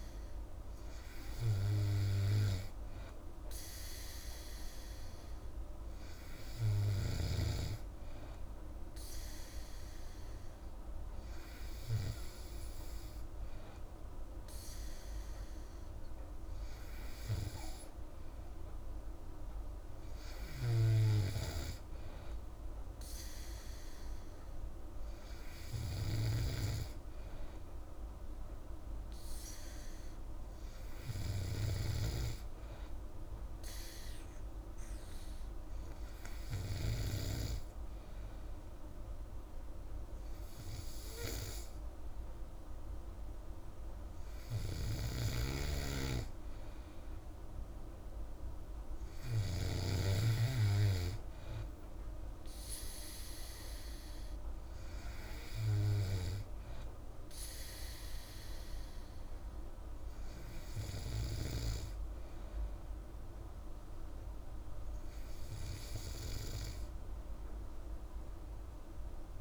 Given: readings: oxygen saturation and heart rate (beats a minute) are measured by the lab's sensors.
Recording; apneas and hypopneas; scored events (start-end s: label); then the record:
breathing in sleep by a room microphone; none
45.00-50.00 s: snoring (device-marked)
From the record:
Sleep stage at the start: N3 (deep sleep); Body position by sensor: on the back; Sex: female